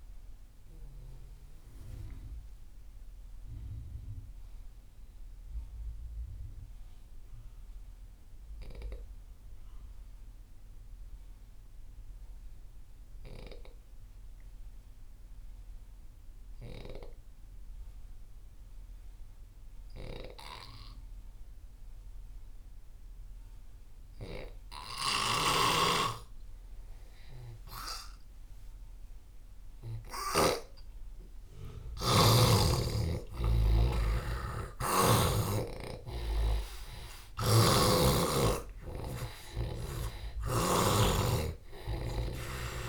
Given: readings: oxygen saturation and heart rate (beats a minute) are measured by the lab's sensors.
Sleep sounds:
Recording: breathing in sleep by a room microphone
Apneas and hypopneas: 1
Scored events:
0.00-14.50 s: oxygen desaturation (device-marked, oxygen 87% lowest)
0.50-28.00 s: obstructive apnea (oxygen 98% before, 87% lowest)
25.00-30.50 s: snoring (device-marked)
29.50-42.89 s: oxygen desaturation (device-marked, oxygen 98% before, 89% lowest)
32.00-37.00 s: arousal
From the record:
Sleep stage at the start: N2 (light sleep)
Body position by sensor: on the left side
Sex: male

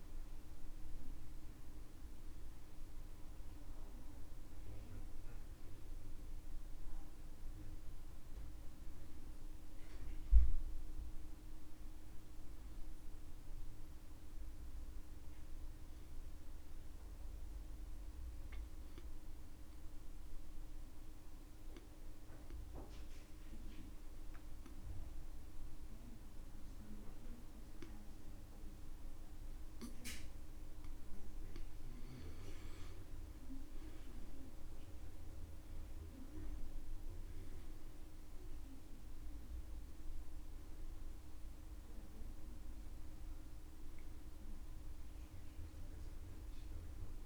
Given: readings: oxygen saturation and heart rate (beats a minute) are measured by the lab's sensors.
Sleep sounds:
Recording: breathing in sleep, hard to hear, by a room microphone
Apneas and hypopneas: 1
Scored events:
15.50-31.00 s: obstructive apnea (oxygen 95% before, 91% lowest, heart rate 70 before, 66 extreme, up 9 after)
32.50-36.50 s: arousal
From the record:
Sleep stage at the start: N2 (light sleep)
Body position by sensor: on the back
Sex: male

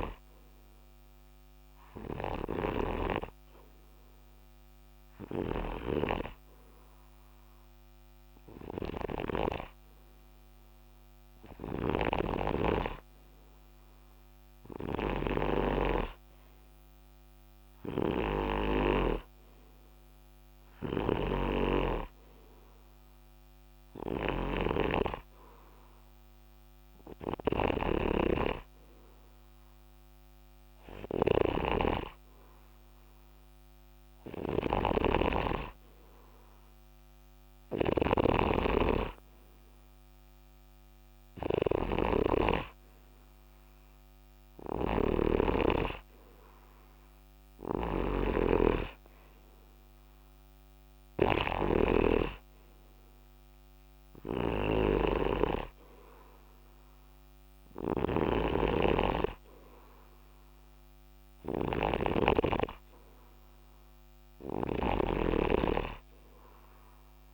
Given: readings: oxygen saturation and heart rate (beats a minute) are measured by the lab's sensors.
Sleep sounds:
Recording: breathing in sleep by a microphone on the trachea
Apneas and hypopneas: 2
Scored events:
0.00-10.00 s: snoring (device-marked)
2.00-15.00 s: oxygen desaturation (device-marked, oxygen 94% before, 90% lowest, heart rate 77 before, 72 extreme)
3.00-13.00 s: hypopnea (oxygen 94% before, 89% lowest, heart rate 77 before, 72 extreme, up 5 after)
12.00-67.34 s: snoring (device-marked)
16.00-19.00 s: arousal
22.00-31.00 s: oxygen desaturation (device-marked, oxygen 92% before, 89% lowest, heart rate 75 before, 72 extreme)
24.50-37.00 s: hypopnea (oxygen 94% before, 88% lowest, heart rate 75 before, 72 extreme, up 4 after)
39.00-42.00 s: arousal
From the record:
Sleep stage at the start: N2 (light sleep)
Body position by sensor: on the right side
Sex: male

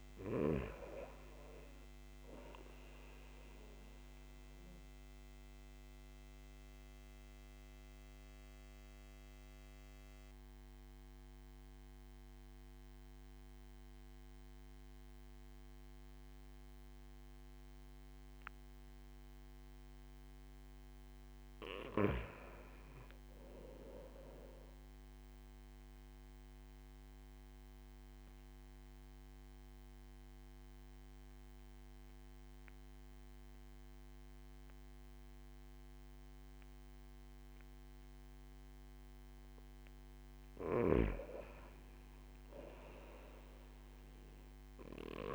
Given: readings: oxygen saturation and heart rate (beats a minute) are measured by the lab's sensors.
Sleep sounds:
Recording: breathing in sleep by a microphone on the trachea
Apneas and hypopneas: 2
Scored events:
0.00-19.00 s: oxygen desaturation (device-marked, oxygen 93% lowest)
5.50-21.00 s: obstructive apnea (oxygen 97% before, 92% lowest)
22.50-25.00 s: arousal
26.00-39.50 s: obstructive apnea (oxygen 97% before, 92% lowest)
41.00-45.35 s: snoring (device-marked)
41.50-45.00 s: arousal
From the record:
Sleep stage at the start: N2 (light sleep)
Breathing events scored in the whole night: 270 in 4.0 hours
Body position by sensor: on the back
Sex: male

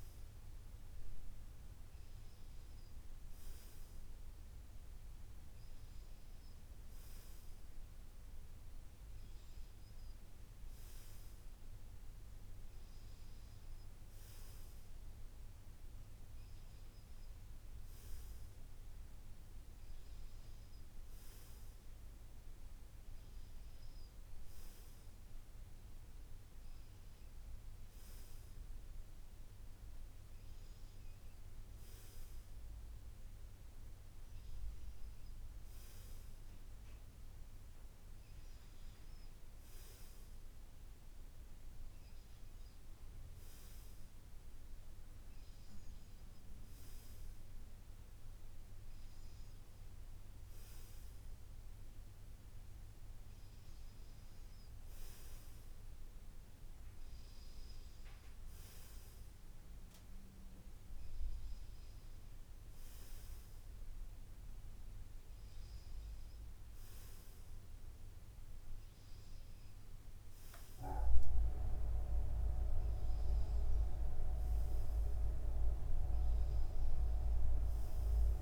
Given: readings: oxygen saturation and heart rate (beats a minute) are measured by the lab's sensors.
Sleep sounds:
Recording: breathing in sleep by a room microphone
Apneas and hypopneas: none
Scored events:
none scored
From the record:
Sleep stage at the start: N2 (light sleep)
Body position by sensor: on the front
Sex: male

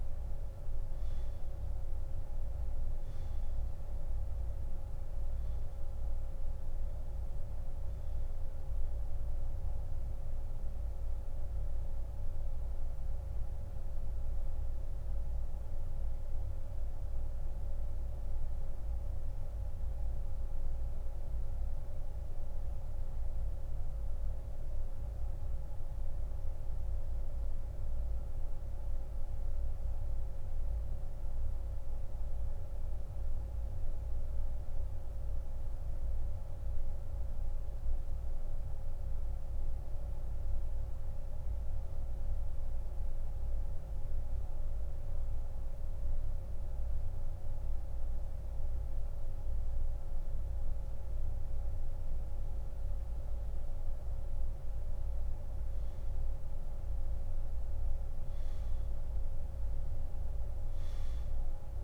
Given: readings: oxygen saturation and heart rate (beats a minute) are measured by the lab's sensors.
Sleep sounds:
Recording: breathing in sleep, hard to hear, by a room microphone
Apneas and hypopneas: 1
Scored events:
0.00-38.00 s: oxygen desaturation (device-marked, oxygen 91% lowest)
14.00-61.84 s: new sleep stage, N2 (light sleep)
25.00-50.00 s: central apnea (oxygen 96% before, 89% lowest)
53.00-58.00 s: arousal
From the record:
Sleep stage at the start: N1 (lightest sleep)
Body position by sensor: on the back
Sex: male

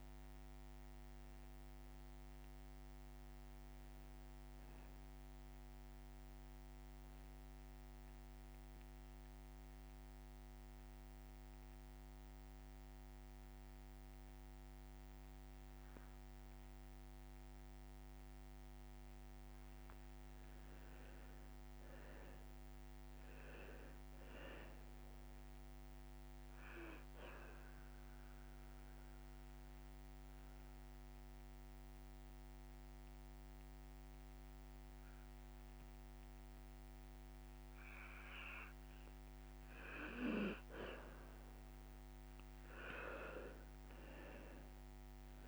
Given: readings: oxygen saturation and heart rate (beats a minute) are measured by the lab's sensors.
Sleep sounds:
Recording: breathing in sleep by a microphone on the trachea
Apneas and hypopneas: 2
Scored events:
0.00-22.00 s: oxygen desaturation (device-marked, oxygen 85% lowest)
7.00-20.50 s: mixed apnea (oxygen 98% before, 85% lowest)
21.50-24.50 s: arousal
24.00-39.00 s: oxygen desaturation (device-marked, oxygen 99% before, 89% lowest)
28.00-39.50 s: mixed apnea (oxygen 99% before, 88% lowest, heart rate 84 before, 44 extreme)
40.00-45.48 s: new sleep stage, N1 (lightest sleep)
44.00-45.48 s: oxygen desaturation (device-marked, oxygen 97% before, 88% lowest, heart rate 109 before, 127 extreme)
From the record:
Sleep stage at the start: N2 (light sleep)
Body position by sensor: on the back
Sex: male

